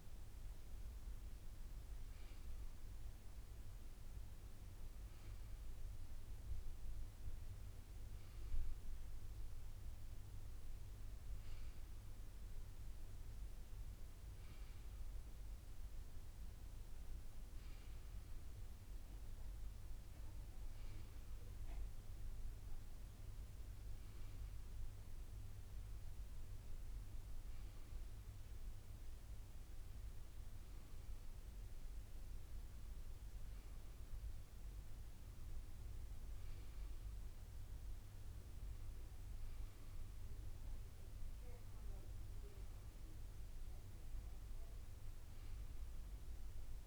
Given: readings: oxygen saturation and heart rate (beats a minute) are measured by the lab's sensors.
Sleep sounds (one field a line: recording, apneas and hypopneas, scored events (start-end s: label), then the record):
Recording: a person awake in a sleep study, hard to hear, by a room microphone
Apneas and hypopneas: none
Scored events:
none scored
From the record:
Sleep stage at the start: awake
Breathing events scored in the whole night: 153 in 4.2 hours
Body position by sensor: on the right side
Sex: male